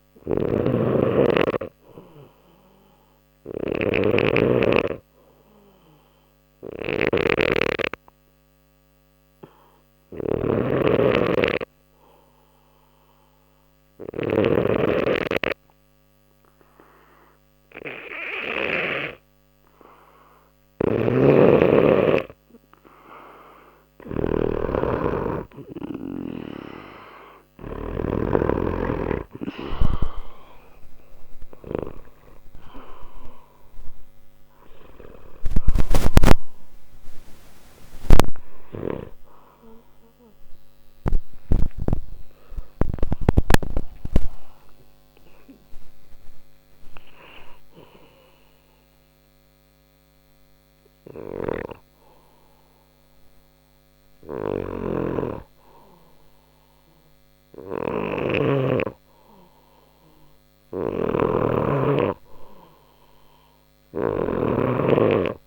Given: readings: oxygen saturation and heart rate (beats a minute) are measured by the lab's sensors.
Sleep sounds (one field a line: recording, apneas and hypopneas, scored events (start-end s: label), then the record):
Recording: breathing in sleep by a microphone on the trachea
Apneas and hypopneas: 2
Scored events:
0.00-18.50 s: snoring (device-marked)
7.50-22.50 s: obstructive apnea (oxygen 95% before, 91% lowest, heart rate 60 before, 59 extreme, up 0 after)
20.50-31.50 s: snoring (device-marked)
29.00-33.00 s: arousal
43.50-59.00 s: hypopnea (oxygen 94% before, 91% lowest, heart rate 62 before, 59 extreme, up 1 after)
54.00-65.46 s: snoring (device-marked)
60.50-64.00 s: arousal
From the record:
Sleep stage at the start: N2 (light sleep)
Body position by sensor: on the back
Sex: male